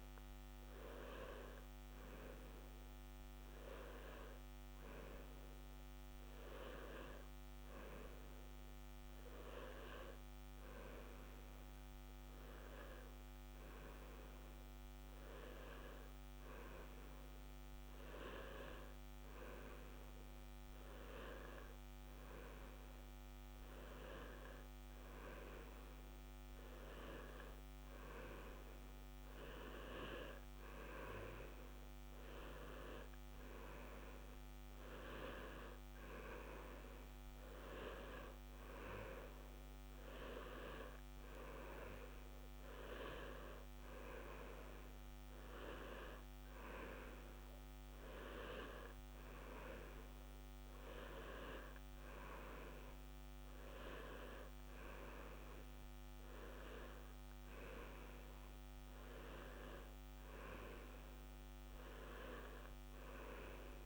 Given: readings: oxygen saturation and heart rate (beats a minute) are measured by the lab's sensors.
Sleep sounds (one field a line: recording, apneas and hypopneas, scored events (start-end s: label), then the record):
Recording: breathing in sleep by a microphone on the trachea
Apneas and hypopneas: none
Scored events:
58.50-63.86 s: new sleep stage, awake
From the record:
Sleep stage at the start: N1 (lightest sleep)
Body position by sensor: on the left side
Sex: male